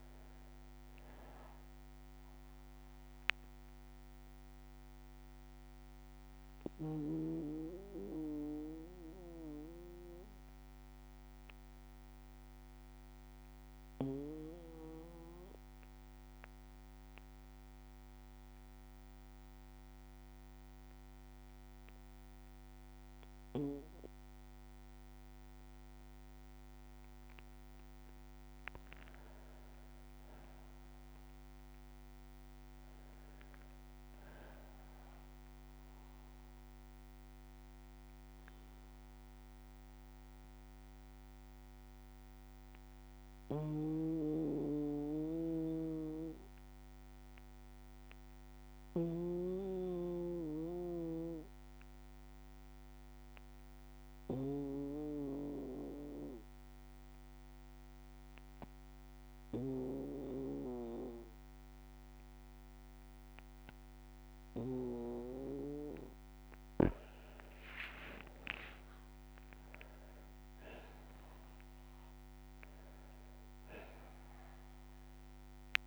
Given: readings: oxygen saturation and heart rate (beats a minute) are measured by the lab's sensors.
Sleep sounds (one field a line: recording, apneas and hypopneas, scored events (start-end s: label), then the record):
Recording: breathing in sleep by a microphone on the trachea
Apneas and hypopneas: 2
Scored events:
0.00-20.50 s: oxygen desaturation (device-marked, oxygen 92% lowest, heart rate 56 extreme)
5.50-25.50 s: bradycardia (device-marked, heart rate 61 before, 56 extreme)
6.00-26.00 s: obstructive apnea (oxygen 99% before, 92% lowest, heart rate 61 before, 55 extreme, up 4 after)
29.50-34.00 s: arousal
35.50-65.50 s: bradycardia (device-marked, heart rate 61 before, 55 extreme)
44.50-64.50 s: obstructive apnea (oxygen 99% before, 92% lowest, heart rate 60 before, 55 extreme, up 5 after)
63.50-75.87 s: oxygen desaturation (device-marked, oxygen 98% before, 92% lowest, heart rate 57 before, 55 extreme)
67.00-71.50 s: arousal
From the record:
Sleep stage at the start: N2 (light sleep)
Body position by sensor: on the back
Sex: male